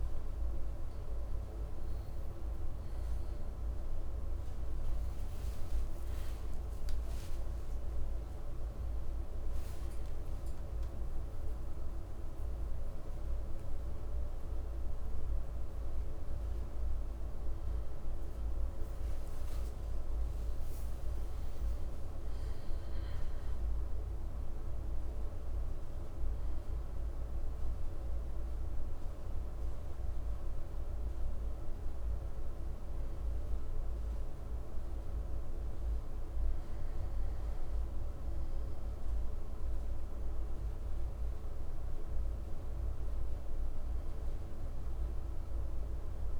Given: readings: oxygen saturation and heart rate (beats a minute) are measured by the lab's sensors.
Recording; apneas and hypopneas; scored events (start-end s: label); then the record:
a person awake in a sleep study, hard to hear, by a room microphone; none
5.50-35.50 s: new sleep stage, awake
35.50-46.40 s: new sleep stage, N2 (light sleep)
From the record:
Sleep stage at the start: N2 (light sleep); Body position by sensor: on the right side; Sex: male